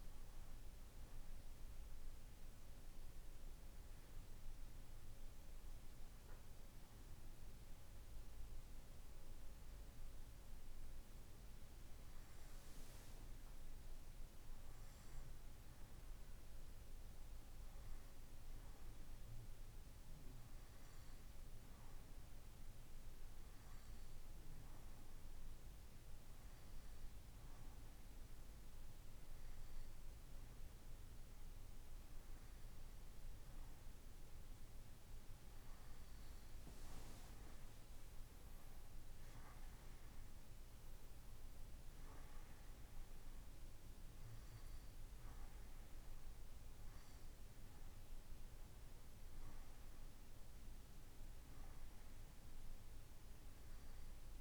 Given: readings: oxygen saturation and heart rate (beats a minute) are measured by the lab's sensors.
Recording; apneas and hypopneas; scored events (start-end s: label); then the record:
breathing in sleep, hard to hear, by a room microphone; none
none scored
From the record:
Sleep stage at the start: N2 (light sleep); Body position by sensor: on the right side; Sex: male